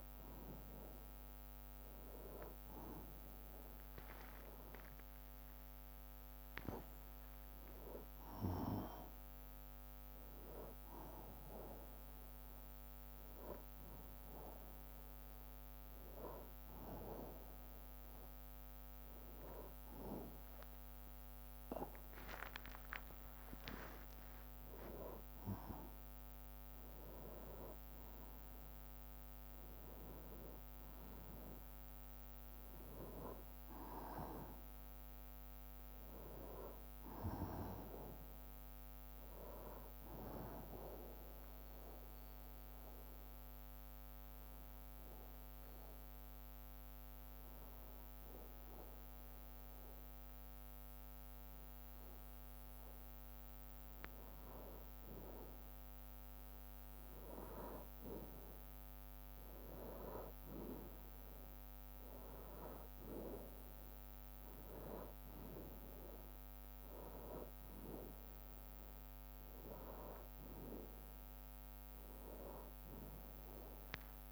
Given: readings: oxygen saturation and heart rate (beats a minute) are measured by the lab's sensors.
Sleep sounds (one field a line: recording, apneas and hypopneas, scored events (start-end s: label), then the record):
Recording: breathing in sleep by a microphone on the trachea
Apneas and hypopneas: 1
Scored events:
0.00-8.50 s: drop in pulse transit time (device-marked, heart rate 62 extreme)
2.50-6.50 s: tachycardia (device-marked, heart rate 64 before, 107 extreme)
5.00-7.00 s: long interval between heartbeats (device-marked, heart rate 63 before, 99 extreme)
21.50-26.00 s: arousal
22.00-24.00 s: long interval between heartbeats (device-marked, heart rate 78 before, 72 extreme)
22.50-32.50 s: drop in pulse transit time (device-marked, heart rate 78 before, 63 extreme)
41.50-54.00 s: obstructive apnea (oxygen 96% before, 93% lowest, heart rate 67 before, 54 extreme, up 7 after)
50.50-56.50 s: bradycardia (device-marked, heart rate 65 before, 54 extreme)
57.00-62.00 s: arousal
64.50-74.32 s: oxygen desaturation (device-marked, oxygen 97% before, 93% lowest, heart rate 59 before, 56 extreme)
65.50-74.32 s: drop in pulse transit time (device-marked, heart rate 59 before, 63 extreme)
From the record:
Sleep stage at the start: N2 (light sleep)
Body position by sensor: on the back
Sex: male